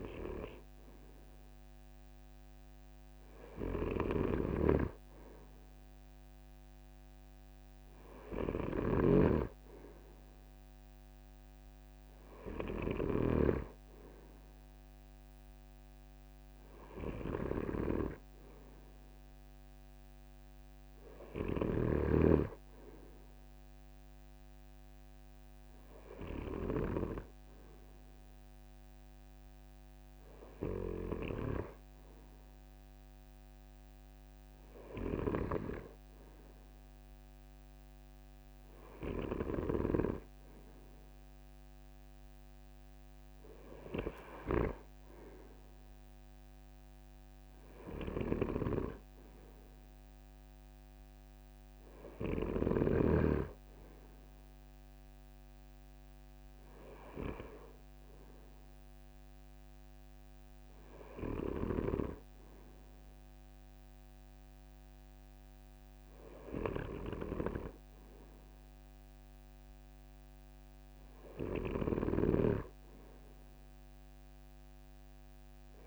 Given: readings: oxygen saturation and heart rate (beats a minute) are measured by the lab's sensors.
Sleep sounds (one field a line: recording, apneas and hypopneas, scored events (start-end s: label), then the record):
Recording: breathing in sleep by a microphone on the trachea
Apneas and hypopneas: none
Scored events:
71.50-75.87 s: snoring (device-marked)
From the record:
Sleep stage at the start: N2 (light sleep)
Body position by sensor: on the front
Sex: male